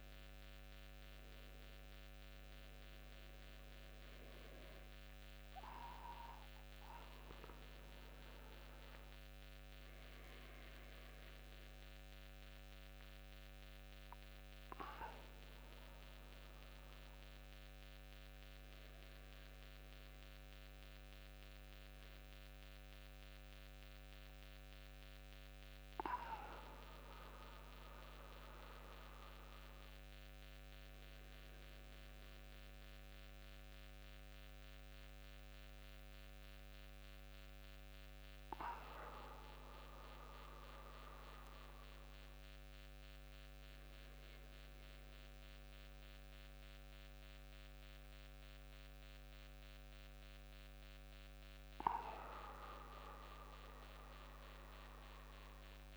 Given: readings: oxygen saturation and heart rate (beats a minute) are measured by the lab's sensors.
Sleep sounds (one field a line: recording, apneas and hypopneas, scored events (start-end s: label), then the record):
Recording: breathing in sleep by a microphone on the trachea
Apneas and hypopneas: none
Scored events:
54.00-55.97 s: arousal
From the record:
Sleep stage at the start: N1 (lightest sleep)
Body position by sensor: on the back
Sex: male